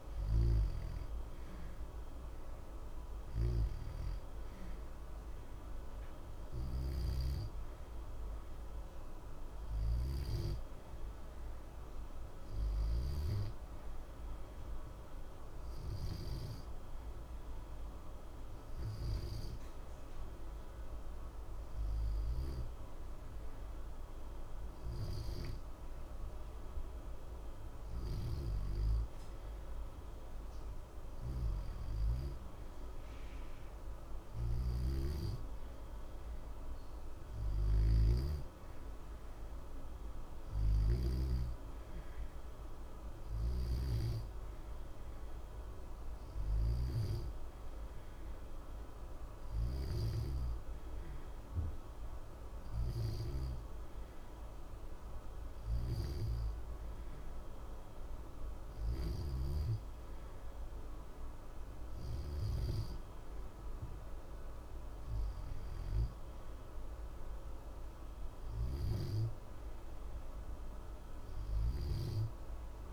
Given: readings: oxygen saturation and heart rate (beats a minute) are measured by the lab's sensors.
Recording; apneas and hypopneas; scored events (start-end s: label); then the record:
breathing in sleep, hard to hear, by a room microphone; 1
14.00-28.00 s: obstructive apnea (oxygen 91% before, 88% lowest, heart rate 60 before, 60 extreme, up 2 after)
30.50-34.50 s: arousal
34.00-37.50 s: snoring (device-marked)
From the record:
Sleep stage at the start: N2 (light sleep); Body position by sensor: on the back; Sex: male